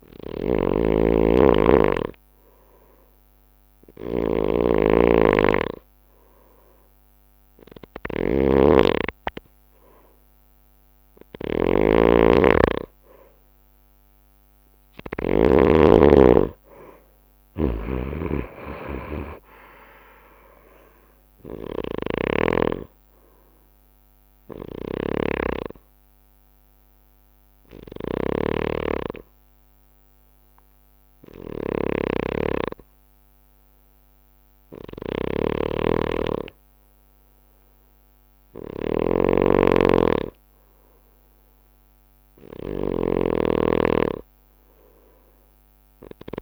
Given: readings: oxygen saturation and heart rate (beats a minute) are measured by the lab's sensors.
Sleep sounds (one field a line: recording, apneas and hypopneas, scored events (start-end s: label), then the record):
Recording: breathing in sleep by a microphone on the trachea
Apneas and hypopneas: 1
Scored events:
0.00-16.00 s: snoring (device-marked)
1.00-5.00 s: arousal
18.00-46.42 s: snoring (device-marked)
25.50-36.00 s: obstructive apnea (oxygen 95% before, 93% lowest)
39.00-43.00 s: arousal
From the record:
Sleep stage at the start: N2 (light sleep)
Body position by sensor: on the right side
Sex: male